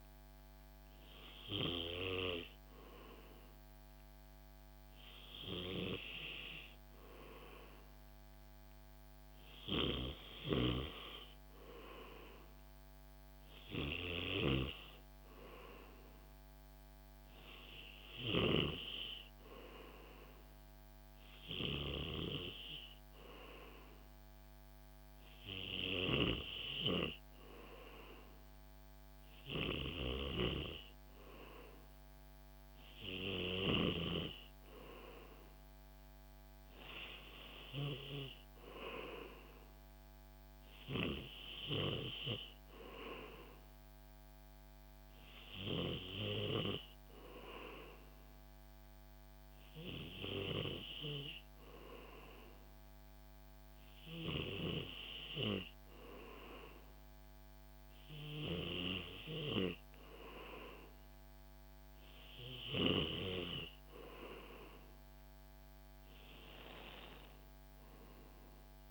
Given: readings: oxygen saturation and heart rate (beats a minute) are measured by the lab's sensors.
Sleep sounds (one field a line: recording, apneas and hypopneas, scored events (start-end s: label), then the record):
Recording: breathing in sleep by a microphone on the trachea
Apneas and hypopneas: none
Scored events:
none scored
From the record:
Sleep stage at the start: N2 (light sleep)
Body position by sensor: on the back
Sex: male